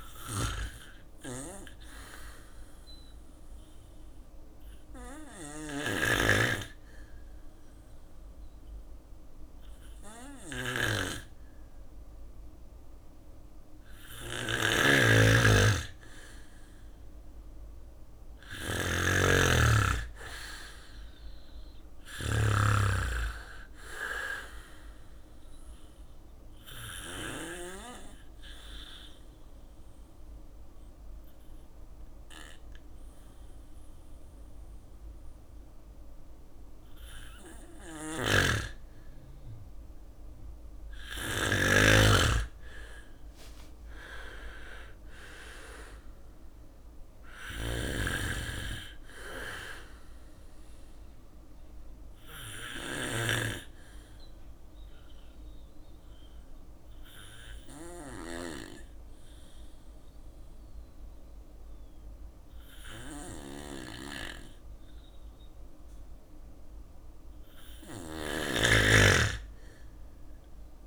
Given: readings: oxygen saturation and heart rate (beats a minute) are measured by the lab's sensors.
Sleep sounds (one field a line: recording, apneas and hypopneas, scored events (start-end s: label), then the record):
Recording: breathing in sleep by a room microphone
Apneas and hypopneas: 3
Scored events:
1.50-12.50 s: obstructive apnea (oxygen 97% before, 94% lowest, heart rate 60 before, 57 extreme, up 1 after)
3.00-6.00 s: bradycardia (device-marked, heart rate 60 before, 60 extreme)
4.00-21.00 s: snoring (device-marked)
13.00-17.00 s: arousal
23.00-34.00 s: bradycardia (device-marked, heart rate 60 before, 57 extreme)
25.00-37.00 s: obstructive apnea (oxygen 97% before, 93% lowest, heart rate 60 before, 56 extreme, up 6 after)
36.50-52.00 s: snoring (device-marked)
39.00-42.00 s: arousal
47.00-66.00 s: bradycardia (device-marked, heart rate 60 before, 56 extreme)
52.00-66.50 s: obstructive apnea (oxygen 97% before, 93% lowest, heart rate 60 before, 57 extreme, up 4 after)
67.00-70.87 s: snoring (device-marked)
69.00-70.87 s: arousal
From the record:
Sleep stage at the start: N2 (light sleep)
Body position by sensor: on the back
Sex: male